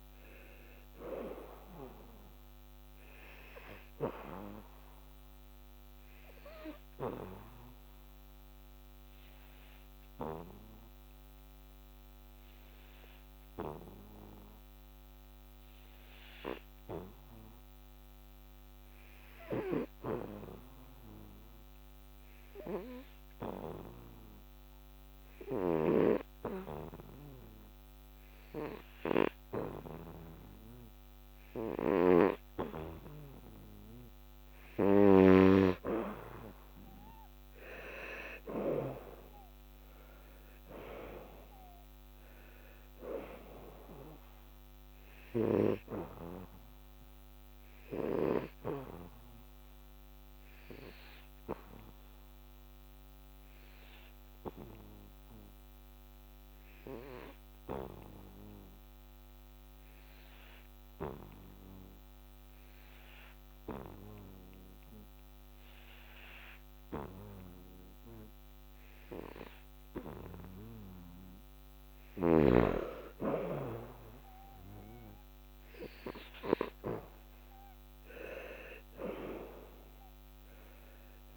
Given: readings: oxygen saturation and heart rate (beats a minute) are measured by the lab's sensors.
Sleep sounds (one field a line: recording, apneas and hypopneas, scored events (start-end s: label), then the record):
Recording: breathing in sleep by a microphone on the trachea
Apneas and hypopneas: 2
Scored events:
0.00-14.00 s: oxygen desaturation (device-marked, oxygen 90% lowest, heart rate 67 extreme)
4.50-34.00 s: hypopnea (oxygen 96% before, 87% lowest, heart rate 77 before, 67 extreme, up 13 after)
28.00-63.00 s: oxygen desaturation (device-marked, oxygen 98% before, 89% lowest, heart rate 76 before, 69 extreme)
38.00-42.00 s: arousal
49.50-70.50 s: obstructive apnea (oxygen 98% before, 87% lowest, heart rate 75 before, 69 extreme, up 0 after)
72.00-81.37 s: oxygen desaturation (device-marked, oxygen 98% before, 87% lowest, heart rate 74 before, 69 extreme)
73.50-78.00 s: arousal
From the record:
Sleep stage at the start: N2 (light sleep)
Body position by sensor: on the back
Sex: male